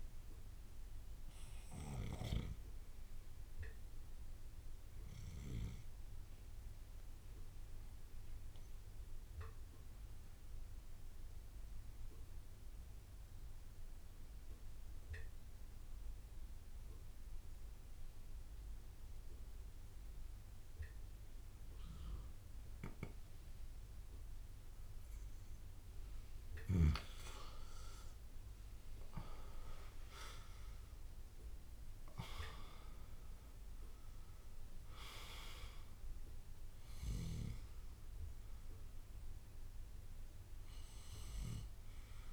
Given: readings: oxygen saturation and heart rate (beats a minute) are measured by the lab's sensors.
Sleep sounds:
breathing in sleep by a room microphone; 1
0.00-15.50 s: bradycardia (device-marked)
0.00-15.50 s: oxygen desaturation (device-marked, oxygen 91% lowest)
6.00-25.50 s: obstructive apnea (oxygen 99% before, 91% lowest)
18.50-42.33 s: bradycardia (device-marked)
28.00-34.00 s: arousal
28.50-42.33 s: oxygen desaturation (device-marked, oxygen 99% before, 91% lowest)
32.00-34.00 s: long interval between heartbeats (device-marked)
39.50-41.50 s: long interval between heartbeats (device-marked)
From the record:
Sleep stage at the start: N2 (light sleep); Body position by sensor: on the back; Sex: male

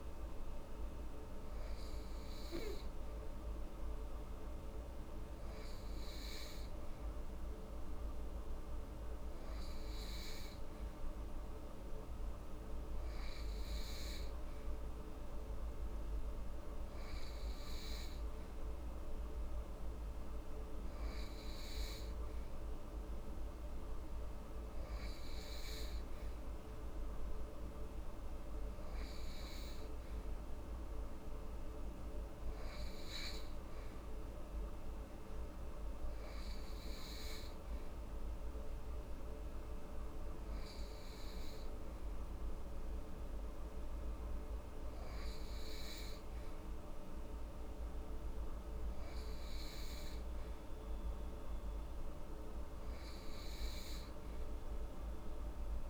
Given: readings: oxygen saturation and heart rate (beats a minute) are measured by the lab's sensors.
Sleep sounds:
breathing in sleep, hard to hear, by a room microphone; none
none scored
From the record:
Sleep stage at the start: N2 (light sleep); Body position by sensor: on the right side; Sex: female

